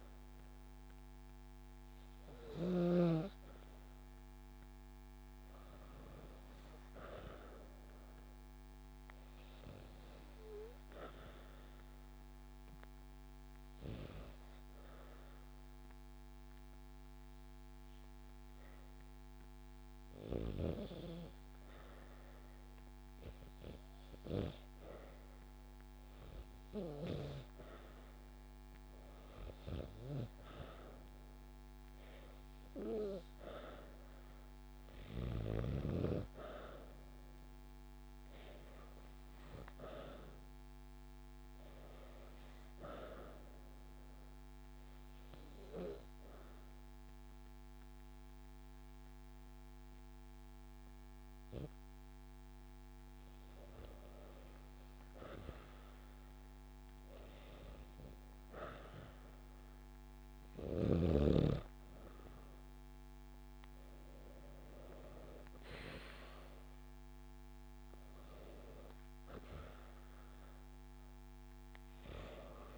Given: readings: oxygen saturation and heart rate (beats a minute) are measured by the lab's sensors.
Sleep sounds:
breathing in sleep by a microphone on the trachea; 2
7.50-22.00 s: hypopnea (oxygen 97% before, 91% lowest)
24.50-28.50 s: arousal
30.50-45.50 s: oxygen desaturation (device-marked, oxygen 95% before, 91% lowest)
42.50-53.50 s: obstructive apnea (oxygen 95% before, 91% lowest)
55.00-58.50 s: arousal
From the record:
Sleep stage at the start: N2 (light sleep); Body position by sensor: on the back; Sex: female

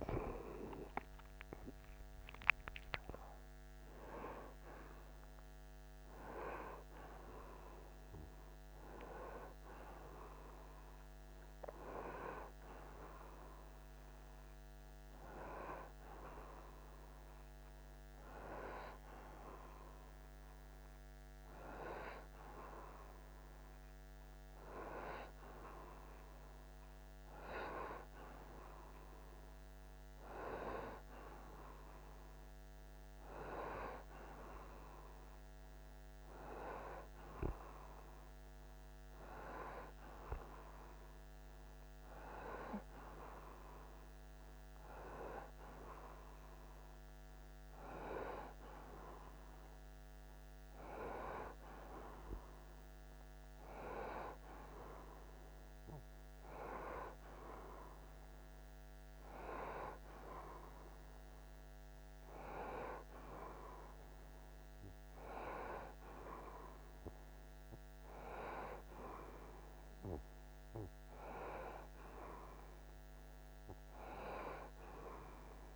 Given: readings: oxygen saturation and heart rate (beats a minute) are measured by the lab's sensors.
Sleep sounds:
breathing in sleep by a microphone on the trachea; none
32.00-46.00 s: oxygen desaturation (device-marked, oxygen 89% before, 86% lowest, heart rate 51 before, 57 extreme)
From the record:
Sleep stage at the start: N1 (lightest sleep); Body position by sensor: on the right side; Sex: male

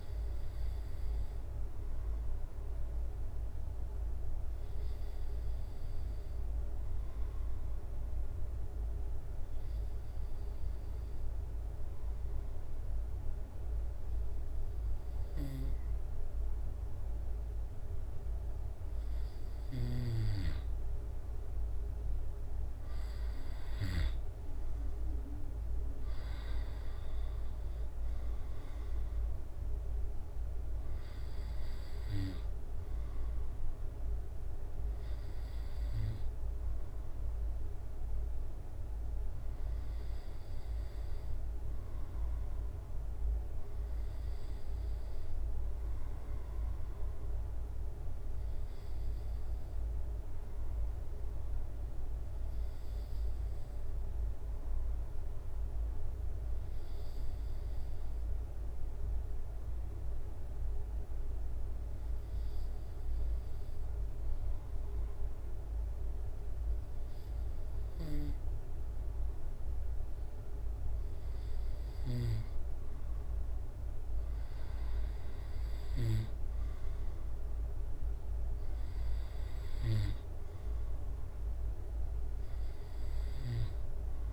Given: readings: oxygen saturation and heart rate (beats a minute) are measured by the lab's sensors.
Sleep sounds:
breathing in sleep, hard to hear, by a room microphone; 2
0.00-1.50 s: arousal
5.50-19.00 s: obstructive apnea (oxygen 94% before, 92% lowest, heart rate 69 before, 68 extreme, up 3 after)
19.50-33.50 s: drop in pulse transit time (device-marked, heart rate 69 before, 70 extreme)
25.50-29.00 s: arousal
51.50-68.00 s: obstructive apnea (oxygen 95% before, 92% lowest, heart rate 70 before, 69 extreme, up 1 after)
72.50-84.33 s: drop in pulse transit time (device-marked, heart rate 69 before, 70 extreme)
73.00-76.50 s: arousal
From the record:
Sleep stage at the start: N2 (light sleep); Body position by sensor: on the back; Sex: male

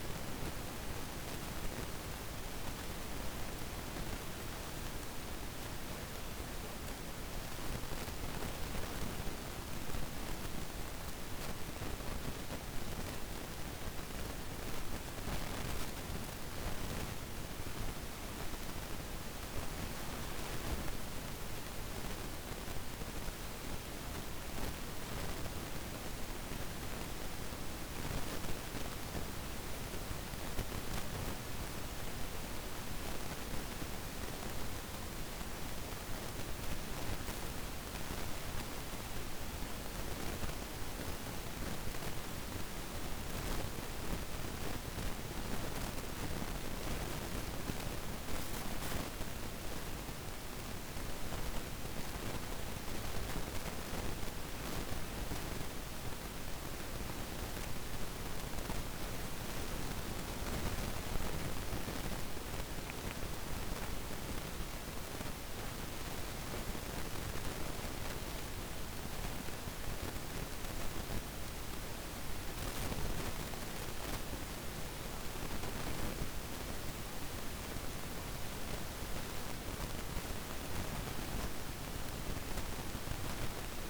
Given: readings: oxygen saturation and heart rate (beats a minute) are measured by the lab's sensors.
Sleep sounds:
breathing in sleep, hard to hear, by a microphone on the trachea; none
none scored
From the record:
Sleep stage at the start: N1 (lightest sleep); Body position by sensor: on the back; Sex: female

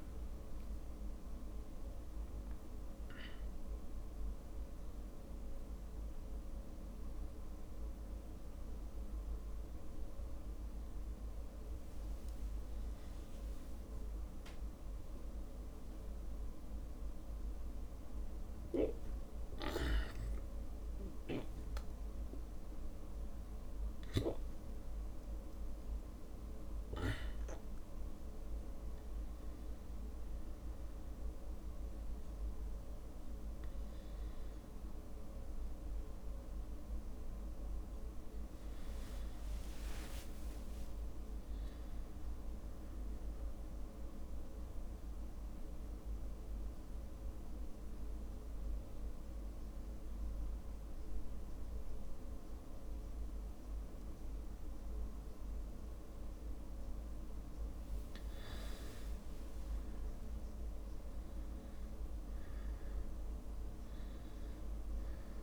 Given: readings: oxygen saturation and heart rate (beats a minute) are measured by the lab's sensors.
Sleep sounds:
a person partly awake in a sleep study, hard to hear, by a room microphone; 1
12.00-42.00 s: new sleep stage, awake
42.00-65.43 s: new sleep stage, N2 (light sleep)
44.50-56.50 s: mixed apnea (oxygen 99% before, 96% lowest)
46.50-48.50 s: long interval between heartbeats (device-marked)
60.00-63.00 s: arousal
From the record:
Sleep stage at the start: N2 (light sleep); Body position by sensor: on the back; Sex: male

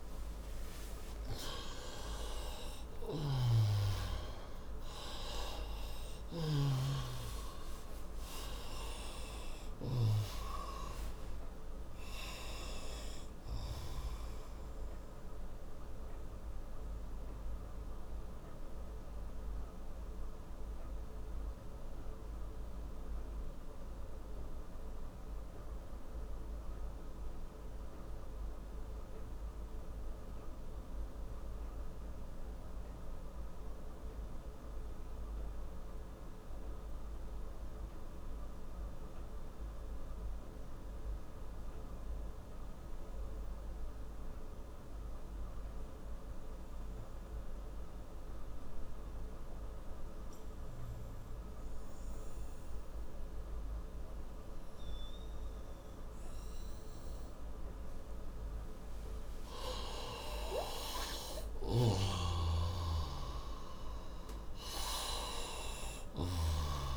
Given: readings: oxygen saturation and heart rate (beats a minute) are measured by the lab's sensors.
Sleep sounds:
breathing in sleep by a room microphone; 1
2.00-7.00 s: arousal
2.50-6.50 s: snoring (device-marked)
7.00-31.00 s: oxygen desaturation (device-marked, oxygen 97% before, 88% lowest, heart rate 88 before, 55 extreme)
15.50-52.00 s: mixed apnea (oxygen 97% before, 88% lowest, heart rate 93 before, 40 extreme, up 31 after)
55.00-66.97 s: oxygen desaturation (device-marked, oxygen 97% before, 88% lowest, heart rate 64 before, 40 extreme)
56.00-60.50 s: arousal
61.00-66.00 s: snoring (device-marked)
From the record:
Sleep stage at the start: N2 (light sleep); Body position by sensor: on the right side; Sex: male

